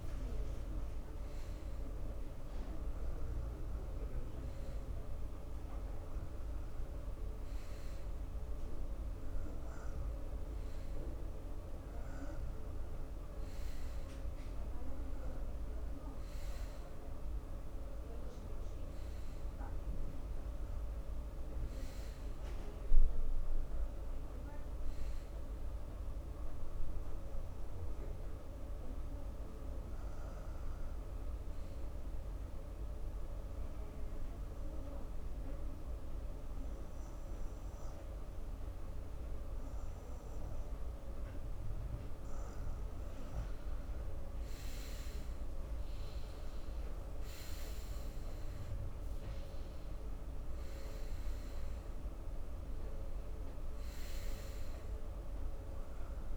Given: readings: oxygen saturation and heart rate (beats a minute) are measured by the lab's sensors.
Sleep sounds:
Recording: breathing in sleep, hard to hear, by a room microphone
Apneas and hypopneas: 1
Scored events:
17.00-22.00 s: arousal
32.50-42.50 s: obstructive apnea (oxygen 95% before, 92% lowest)
44.50-48.00 s: arousal
From the record:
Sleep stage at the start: N2 (light sleep)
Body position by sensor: on the front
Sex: male

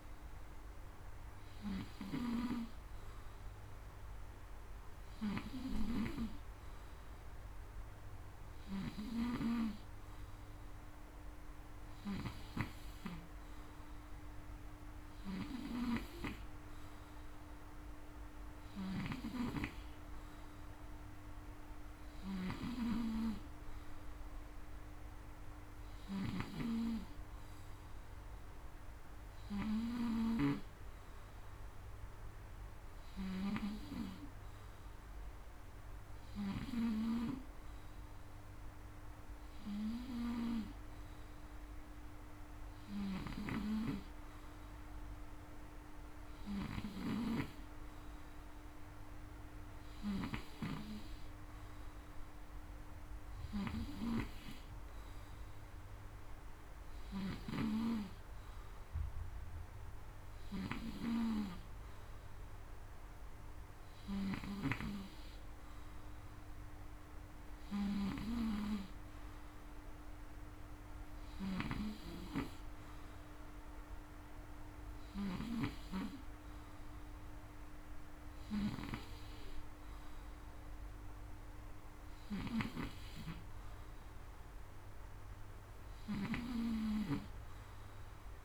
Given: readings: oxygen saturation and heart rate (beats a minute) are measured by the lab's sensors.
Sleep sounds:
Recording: breathing in sleep by a room microphone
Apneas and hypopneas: none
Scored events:
8.00-12.50 s: snoring (device-marked)
14.50-33.00 s: snoring (device-marked)
42.50-50.00 s: snoring (device-marked)
56.50-64.00 s: snoring (device-marked)
71.00-88.45 s: snoring (device-marked)
From the record:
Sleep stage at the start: N2 (light sleep)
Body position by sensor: on the front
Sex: male

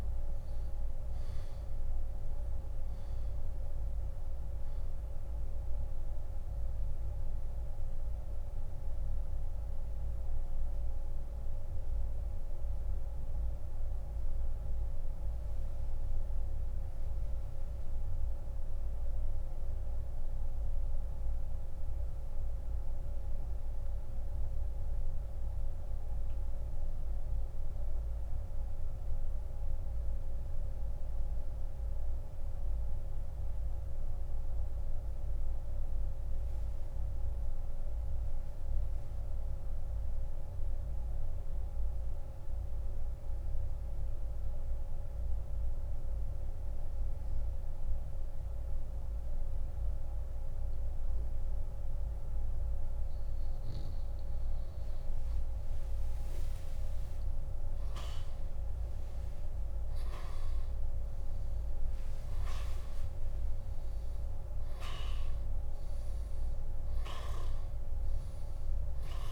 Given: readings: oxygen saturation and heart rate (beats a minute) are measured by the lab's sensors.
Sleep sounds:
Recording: breathing in sleep, hard to hear, by a room microphone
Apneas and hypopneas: 1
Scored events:
0.00-45.00 s: oxygen desaturation (device-marked, oxygen 96% before, 86% lowest, heart rate 87 before, 55 extreme)
9.00-52.00 s: central apnea (oxygen 97% before, 84% lowest, heart rate 84 before, 65 extreme, up 27 after)
55.50-59.50 s: arousal
58.00-69.32 s: oxygen desaturation (device-marked, oxygen 98% before, 93% lowest, heart rate 75 before, 46 extreme)
From the record:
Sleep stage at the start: N2 (light sleep)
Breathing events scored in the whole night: 209 in 3.9 hours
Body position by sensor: on the back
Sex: male

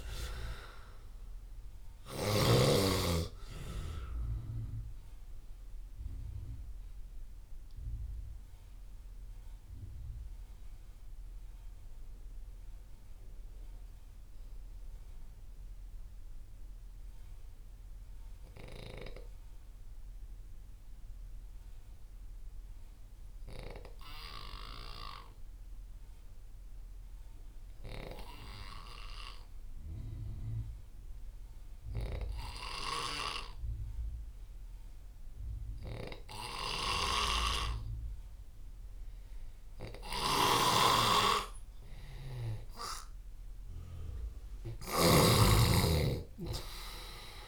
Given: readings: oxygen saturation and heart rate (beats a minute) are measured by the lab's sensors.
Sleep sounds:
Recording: breathing in sleep by a room microphone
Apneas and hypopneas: 1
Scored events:
0.00-2.50 s: snoring (device-marked)
0.00-19.50 s: oxygen desaturation (device-marked, oxygen 87% lowest)
6.00-42.00 s: mixed apnea (oxygen 98% before, 87% lowest)
36.50-47.48 s: oxygen desaturation (device-marked, oxygen 98% before, 87% lowest)
36.50-47.48 s: snoring (device-marked)
45.00-47.48 s: arousal
From the record:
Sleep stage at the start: N2 (light sleep)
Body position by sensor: on the left side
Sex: male

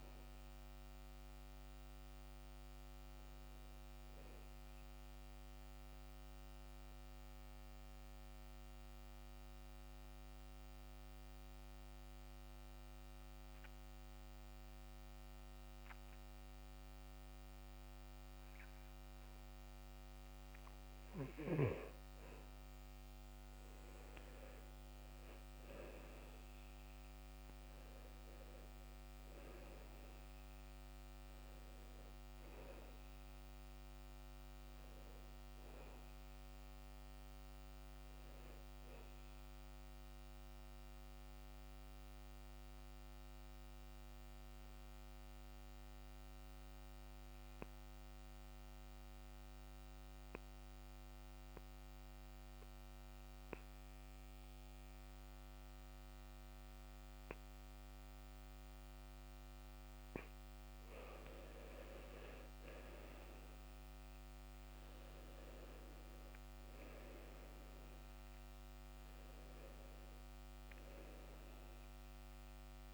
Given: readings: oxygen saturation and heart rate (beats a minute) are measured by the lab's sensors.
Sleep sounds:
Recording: breathing in sleep, hard to hear, by a microphone on the trachea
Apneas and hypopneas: 2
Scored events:
0.00-4.50 s: oxygen desaturation (device-marked, oxygen 88% lowest, heart rate 61 extreme)
5.50-21.50 s: mixed apnea (oxygen 94% before, 91% lowest, heart rate 66 before, 61 extreme, up 11 after)
23.00-26.50 s: arousal
26.50-55.50 s: oxygen desaturation (device-marked, oxygen 97% before, 91% lowest, heart rate 65 before, 63 extreme)
40.50-60.00 s: obstructive apnea (oxygen 97% before, 89% lowest, heart rate 71 before, 63 extreme, up 13 after)
62.00-64.50 s: arousal
66.50-72.94 s: oxygen desaturation (device-marked, oxygen 96% before, 89% lowest, heart rate 66 before, 62 extreme)
From the record:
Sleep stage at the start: N2 (light sleep)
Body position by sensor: on the back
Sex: male

